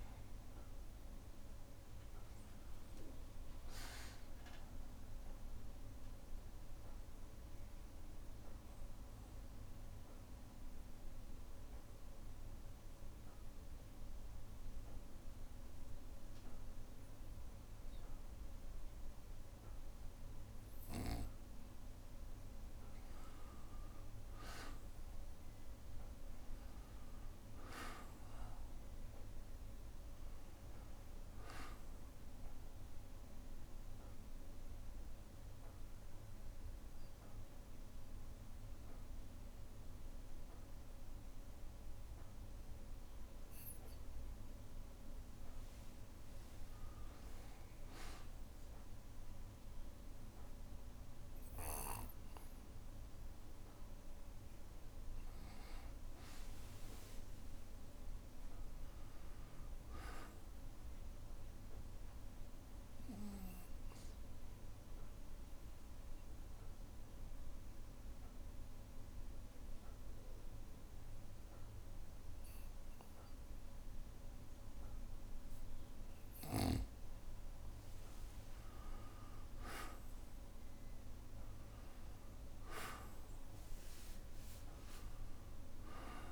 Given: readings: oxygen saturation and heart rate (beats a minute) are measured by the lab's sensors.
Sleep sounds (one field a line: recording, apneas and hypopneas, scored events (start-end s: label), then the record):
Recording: breathing in sleep, hard to hear, by a room microphone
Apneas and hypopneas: 3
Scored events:
0.00-16.00 s: oxygen desaturation (device-marked, oxygen 92% lowest, heart rate 61 extreme)
9.00-22.00 s: obstructive apnea (oxygen 96% before, 92% lowest, heart rate 63 before, 60 extreme, up 3 after)
24.50-28.50 s: arousal
26.00-45.00 s: oxygen desaturation (device-marked, oxygen 98% before, 92% lowest, heart rate 62 before, 60 extreme)
35.00-46.50 s: obstructive apnea (oxygen 98% before, 92% lowest, heart rate 63 before, 60 extreme, up 3 after)
52.50-57.00 s: arousal
64.00-77.00 s: obstructive apnea (oxygen 98% before, 93% lowest, heart rate 63 before, 60 extreme, up 4 after)
79.00-83.00 s: arousal
From the record:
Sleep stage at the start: N2 (light sleep)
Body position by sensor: on the back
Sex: male